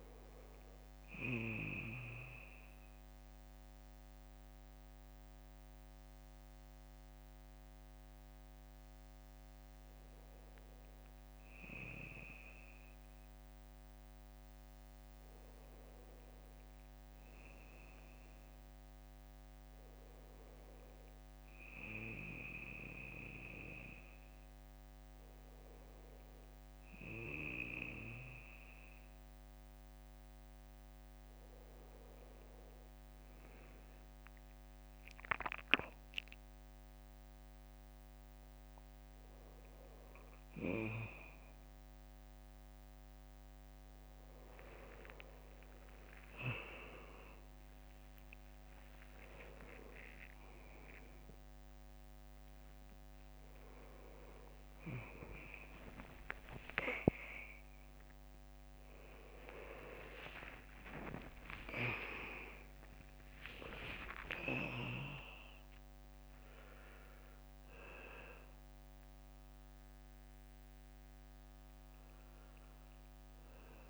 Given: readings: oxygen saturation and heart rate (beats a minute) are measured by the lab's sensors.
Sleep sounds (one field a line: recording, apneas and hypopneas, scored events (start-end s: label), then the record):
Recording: a person awake in a sleep study, by a microphone on the trachea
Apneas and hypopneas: none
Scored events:
56.00-58.00 s: long interval between heartbeats (device-marked, heart rate 71 before, 80 extreme)
58.50-61.50 s: drop in pulse transit time (device-marked, heart rate 73 before, 82 extreme)
60.00-62.00 s: long interval between heartbeats (device-marked, heart rate 73 before, 89 extreme)
60.50-62.50 s: tachycardia (device-marked, heart rate 70 before, 102 extreme)
63.50-65.50 s: long interval between heartbeats (device-marked, heart rate 78 before, 105 extreme)
63.50-73.90 s: drop in pulse transit time (device-marked, heart rate 78 before, 67 extreme)
From the record:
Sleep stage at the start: awake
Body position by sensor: on the right side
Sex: male